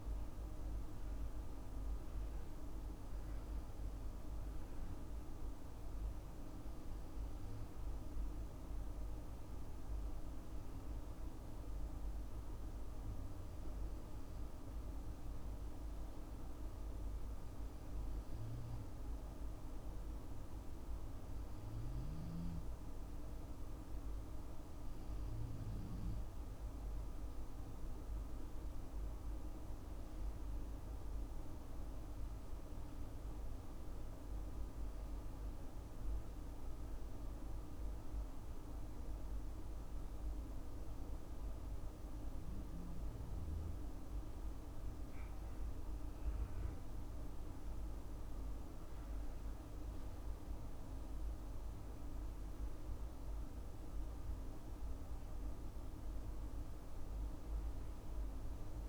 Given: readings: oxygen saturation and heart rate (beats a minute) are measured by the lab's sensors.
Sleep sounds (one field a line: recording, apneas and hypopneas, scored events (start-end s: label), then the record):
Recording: breathing in sleep, hard to hear, by a room microphone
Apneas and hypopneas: none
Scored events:
none scored
From the record:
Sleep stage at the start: N2 (light sleep)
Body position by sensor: on the left side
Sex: male